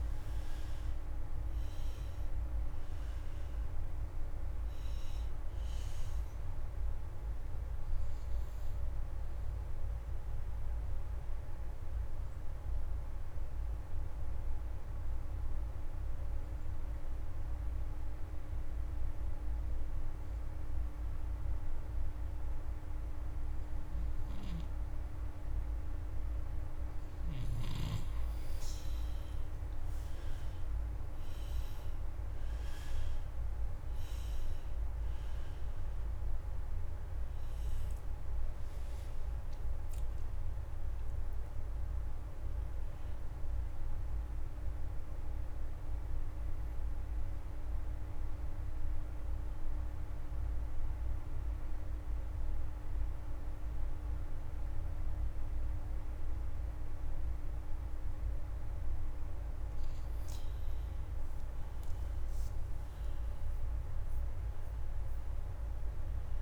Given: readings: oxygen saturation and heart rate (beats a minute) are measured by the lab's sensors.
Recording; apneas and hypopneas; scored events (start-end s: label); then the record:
breathing in sleep, hard to hear, by a room microphone; 2
0.00-18.50 s: oxygen desaturation (device-marked, oxygen 85% lowest)
9.00-27.00 s: obstructive apnea (oxygen 96% before, 84% lowest)
29.00-34.50 s: arousal
36.50-59.50 s: oxygen desaturation (device-marked, oxygen 97% before, 84% lowest)
49.50-59.50 s: obstructive apnea (oxygen 97% before, 84% lowest)
56.50-66.42 s: new sleep stage, awake
From the record:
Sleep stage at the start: N2 (light sleep); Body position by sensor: on the back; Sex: male